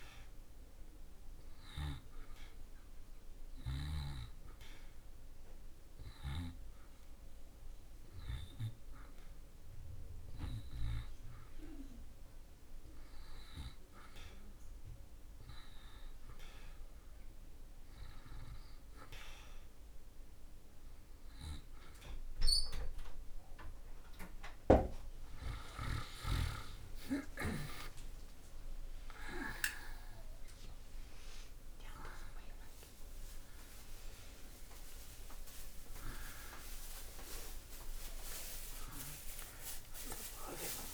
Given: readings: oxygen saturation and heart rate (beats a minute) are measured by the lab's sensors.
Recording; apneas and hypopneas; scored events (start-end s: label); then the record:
a person awake in a sleep study, by a room microphone; 1
0.00-14.00 s: oxygen desaturation (device-marked, oxygen 87% lowest)
2.00-13.00 s: hypopnea (oxygen 91% before, 87% lowest)
11.00-40.94 s: new sleep stage, awake
From the record:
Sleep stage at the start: N1 (lightest sleep); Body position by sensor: on the back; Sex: male